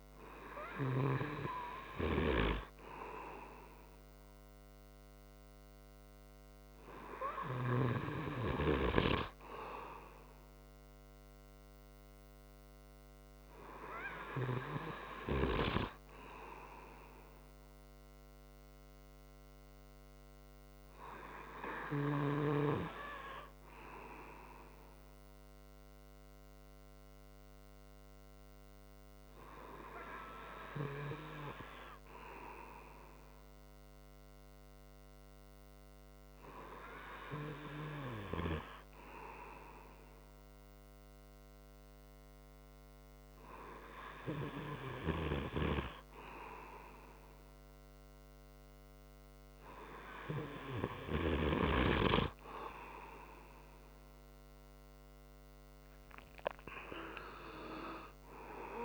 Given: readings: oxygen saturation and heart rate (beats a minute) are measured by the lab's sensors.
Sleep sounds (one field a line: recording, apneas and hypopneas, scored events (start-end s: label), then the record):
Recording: breathing in sleep by a microphone on the trachea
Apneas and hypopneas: none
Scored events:
none scored
From the record:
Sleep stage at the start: N2 (light sleep)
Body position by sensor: on the front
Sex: male